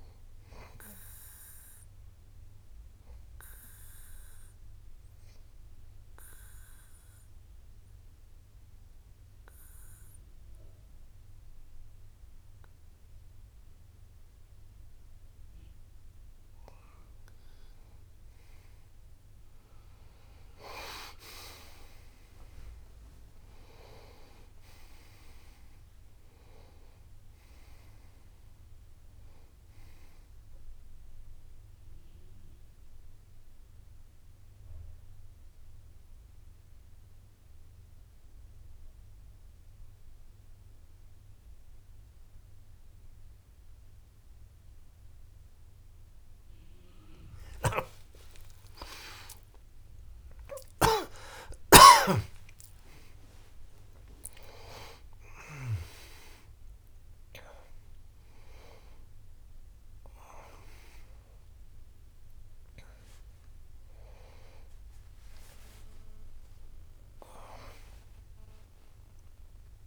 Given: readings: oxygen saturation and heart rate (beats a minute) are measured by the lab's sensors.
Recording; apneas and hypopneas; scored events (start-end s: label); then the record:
a person partly awake in a sleep study, by a room microphone; 2
4.00-16.50 s: obstructive apnea (oxygen 96% before, 93% lowest)
20.00-24.50 s: arousal
33.00-46.50 s: central apnea (oxygen 95% before, 93% lowest)
40.00-69.87 s: new sleep stage, awake
57.00-62.00 s: oxygen desaturation (device-marked, oxygen 96% before, 93% lowest)
From the record:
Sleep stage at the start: N2 (light sleep); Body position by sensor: on the back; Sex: male